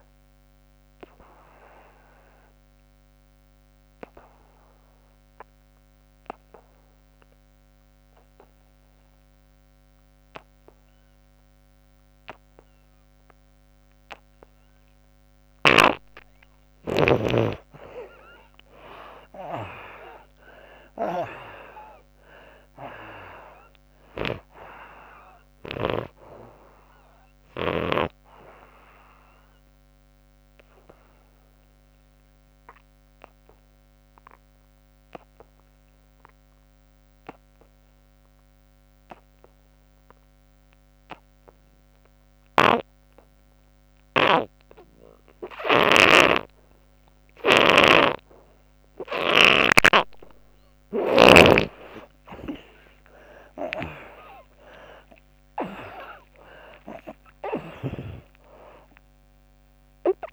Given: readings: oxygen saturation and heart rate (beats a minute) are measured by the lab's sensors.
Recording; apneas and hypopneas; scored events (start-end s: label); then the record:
breathing in sleep by a microphone on the trachea; 2
0.00-13.50 s: oxygen desaturation (device-marked, oxygen 72% lowest, heart rate 67 extreme)
1.00-16.00 s: obstructive apnea (oxygen 97% before, 72% lowest, heart rate 86 before, 67 extreme, up 21 after)
20.50-24.50 s: arousal
21.50-37.50 s: oxygen desaturation (device-marked, oxygen 96% before, 76% lowest, heart rate 76 before, 64 extreme)
28.00-48.50 s: obstructive apnea (oxygen 96% before, 74% lowest, heart rate 77 before, 64 extreme, up 28 after)
39.50-51.50 s: oxygen desaturation (device-marked, oxygen 97% before, 90% lowest, heart rate 80 before, 65 extreme)
45.50-60.33 s: snoring (device-marked)
52.00-57.00 s: arousal
56.50-60.33 s: oxygen desaturation (device-marked, oxygen 93% before, 74% lowest, heart rate 70 before, 76 extreme)
From the record:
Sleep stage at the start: N2 (light sleep); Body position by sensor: on the back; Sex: female